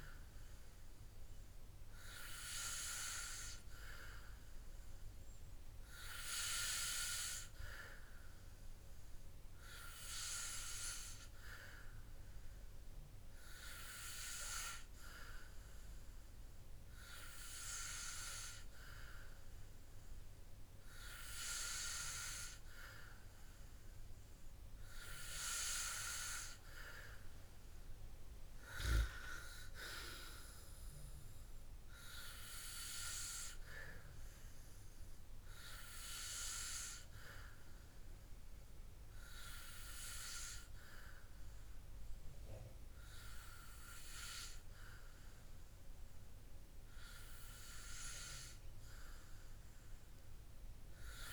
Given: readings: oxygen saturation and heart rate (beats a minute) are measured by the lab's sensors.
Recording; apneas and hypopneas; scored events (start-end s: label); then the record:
breathing in sleep by a room microphone; none
none scored
From the record:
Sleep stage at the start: N2 (light sleep); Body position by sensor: on the back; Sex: male